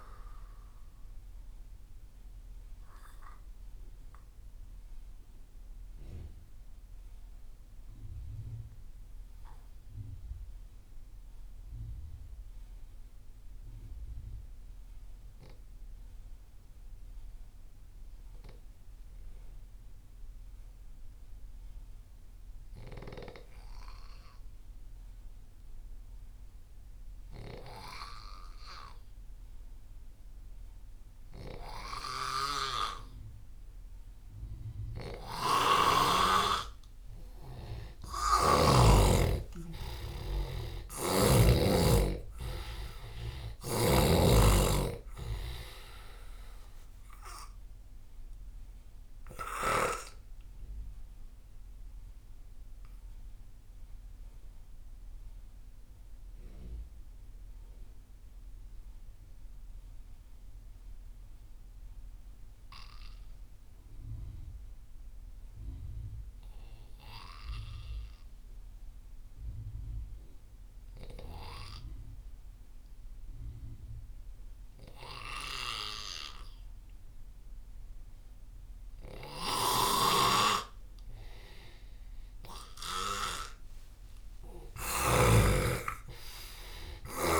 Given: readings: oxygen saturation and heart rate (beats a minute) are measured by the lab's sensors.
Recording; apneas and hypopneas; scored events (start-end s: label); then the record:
breathing in sleep by a room microphone; 2
0.00-14.00 s: oxygen desaturation (device-marked, oxygen 86% lowest)
2.50-36.00 s: mixed apnea (oxygen 98% before, 86% lowest)
32.00-38.50 s: snoring (device-marked)
32.00-66.00 s: oxygen desaturation (device-marked, oxygen 98% before, 88% lowest)
39.00-43.50 s: arousal
40.50-44.00 s: snoring (device-marked)
49.00-80.00 s: obstructive apnea (oxygen 98% before, 86% lowest)
79.00-85.00 s: snoring (device-marked)
79.00-87.39 s: oxygen desaturation (device-marked, oxygen 98% before, 86% lowest)
84.00-87.39 s: arousal
From the record:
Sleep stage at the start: N2 (light sleep); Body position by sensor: on the left side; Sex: male